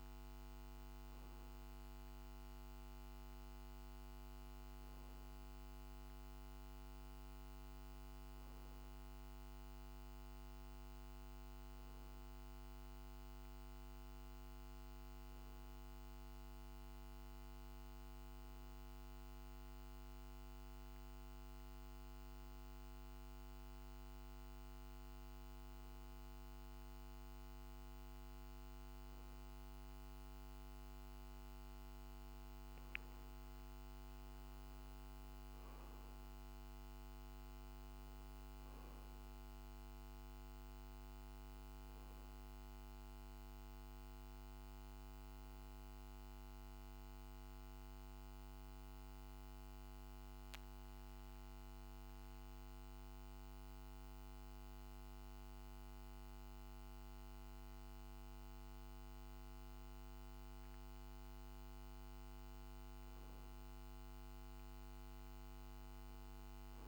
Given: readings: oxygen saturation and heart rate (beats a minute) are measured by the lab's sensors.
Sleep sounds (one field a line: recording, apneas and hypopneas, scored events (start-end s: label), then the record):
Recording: breathing in sleep, hard to hear, by a microphone on the trachea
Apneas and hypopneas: 2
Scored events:
16.50-30.00 s: hypopnea (oxygen 95% before, 92% lowest, heart rate 49 before, 48 extreme, up 14 after)
33.50-38.00 s: arousal
42.50-58.50 s: hypopnea (oxygen 94% before, 92% lowest, heart rate 54 before, 48 extreme, up 2 after)
From the record:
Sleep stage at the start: N2 (light sleep)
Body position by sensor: on the back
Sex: male